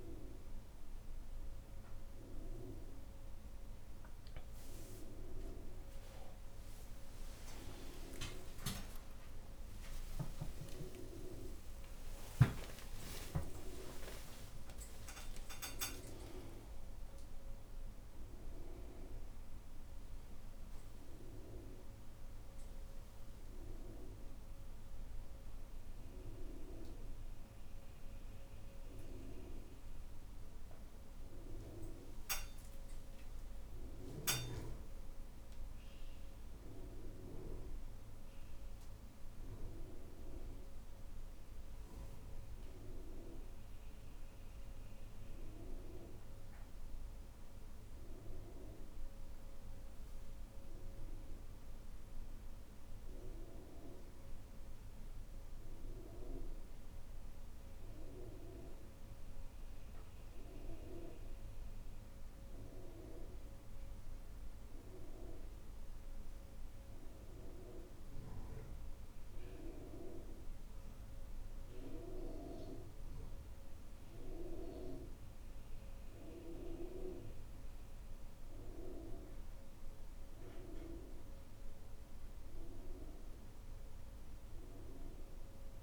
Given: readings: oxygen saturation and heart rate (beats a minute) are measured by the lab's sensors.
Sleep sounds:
a person awake in a sleep study, by a room microphone; none
8.00-85.83 s: new sleep stage, awake
From the record:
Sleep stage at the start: N1 (lightest sleep); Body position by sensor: upright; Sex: female

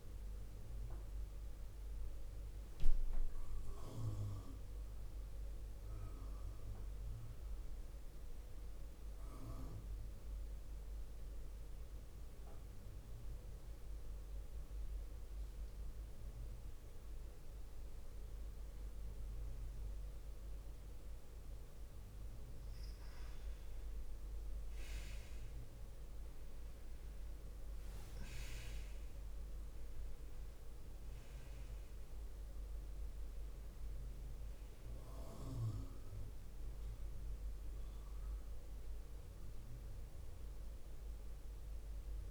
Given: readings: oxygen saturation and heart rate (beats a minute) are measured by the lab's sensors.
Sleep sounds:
breathing in sleep by a room microphone; 1
6.50-17.50 s: mixed apnea (oxygen 99% before, 90% lowest, heart rate 65 before, 50 extreme, up 6 after)
19.50-23.50 s: arousal
23.50-42.31 s: oxygen desaturation (device-marked, oxygen 99% before, 92% lowest, heart rate 52 before, 55 extreme)
From the record:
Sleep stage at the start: N2 (light sleep); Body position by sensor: on the left side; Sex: female

